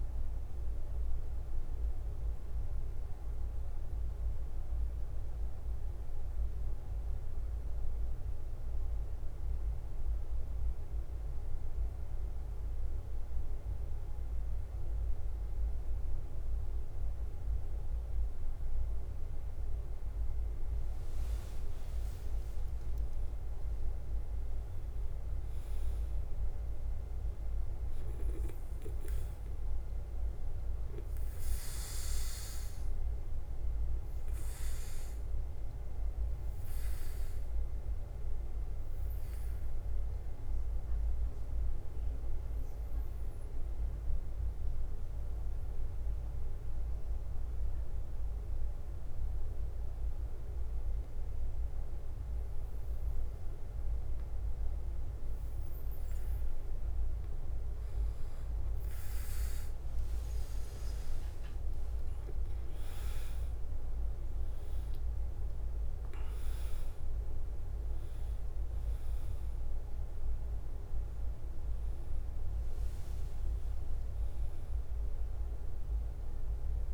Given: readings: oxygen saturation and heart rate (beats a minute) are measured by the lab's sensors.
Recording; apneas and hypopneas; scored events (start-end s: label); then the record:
breathing in sleep, hard to hear, by a room microphone; 2
0.00-3.50 s: oxygen desaturation (device-marked, oxygen 94% lowest, heart rate 49 extreme)
0.00-76.94 s: bradycardia (device-marked, heart rate 46 extreme)
2.50-20.50 s: mixed apnea (oxygen 99% before, 93% lowest, heart rate 54 before, 49 extreme, up 7 after)
10.50-23.50 s: oxygen desaturation (device-marked, oxygen 96% before, 93% lowest, heart rate 53 before, 49 extreme)
22.50-26.50 s: arousal
32.50-55.50 s: obstructive apnea (oxygen 99% before, 94% lowest, heart rate 53 before, 49 extreme, up 5 after)
60.00-64.50 s: arousal
From the record:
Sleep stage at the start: N2 (light sleep); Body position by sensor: on the back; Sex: male